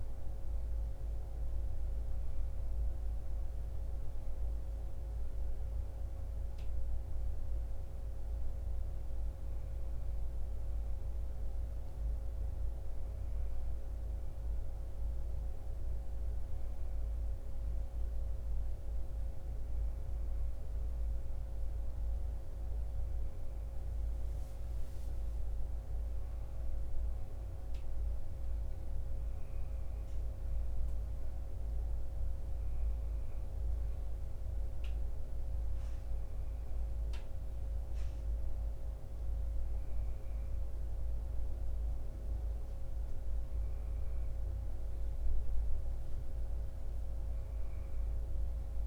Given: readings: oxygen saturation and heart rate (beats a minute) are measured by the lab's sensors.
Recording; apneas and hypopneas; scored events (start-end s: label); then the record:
breathing in sleep, hard to hear, by a room microphone; none
none scored
From the record:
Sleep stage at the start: N1 (lightest sleep); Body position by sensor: on the right side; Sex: male